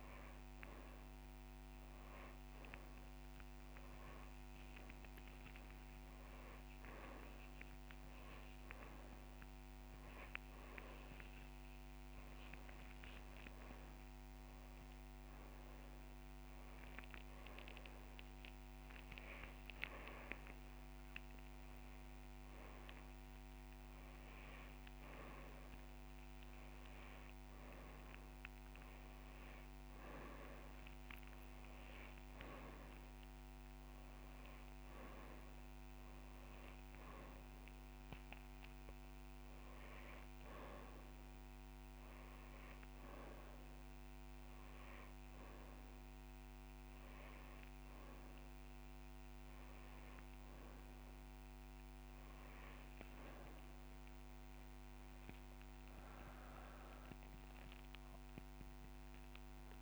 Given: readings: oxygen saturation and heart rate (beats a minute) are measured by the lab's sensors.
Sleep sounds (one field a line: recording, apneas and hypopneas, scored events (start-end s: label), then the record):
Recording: breathing in sleep, hard to hear, by a microphone on the trachea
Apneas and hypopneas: none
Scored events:
0.00-3.50 s: drop in pulse transit time (device-marked, heart rate 25 extreme)
4.50-6.50 s: long interval between heartbeats (device-marked, heart rate 37 before, 34 extreme)
13.50-18.50 s: drop in pulse transit time (device-marked, heart rate 34 before, 26 extreme)
18.00-20.00 s: long interval between heartbeats (device-marked, heart rate 33 before, 33 extreme)
20.50-22.50 s: long interval between heartbeats (device-marked, heart rate 32 before, 41 extreme)
25.50-27.50 s: long interval between heartbeats (device-marked, heart rate 34 before, 49 extreme)
25.50-46.50 s: oxygen desaturation (device-marked, oxygen 99% before, 96% lowest, heart rate 34 before, 25 extreme)
27.50-29.50 s: long interval between heartbeats (device-marked, heart rate 36 before, 61 extreme)
29.50-31.50 s: long interval between heartbeats (device-marked, heart rate 39 before, 81 extreme)
29.50-36.50 s: drop in pulse transit time (device-marked, heart rate 39 before, 28 extreme)
36.50-38.50 s: long interval between heartbeats (device-marked, heart rate 52 before, 34 extreme)
41.50-43.50 s: long interval between heartbeats (device-marked, heart rate 52 before, 38 extreme)
43.50-45.50 s: long interval between heartbeats (device-marked, heart rate 52 before, 45 extreme)
48.00-50.00 s: long interval between heartbeats (device-marked, heart rate 51 before, 44 extreme)
53.50-55.50 s: long interval between heartbeats (device-marked, heart rate 40 before, 37 extreme)
55.00-59.00 s: arousal
56.00-58.00 s: long interval between heartbeats (device-marked, heart rate 38 before, 38 extreme)
56.50-57.50 s: drop in pulse transit time (device-marked, heart rate 39 before, 38 extreme)
58.50-59.82 s: long interval between heartbeats (device-marked, heart rate 39 before, 44 extreme)
From the record:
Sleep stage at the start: N2 (light sleep)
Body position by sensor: upright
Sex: male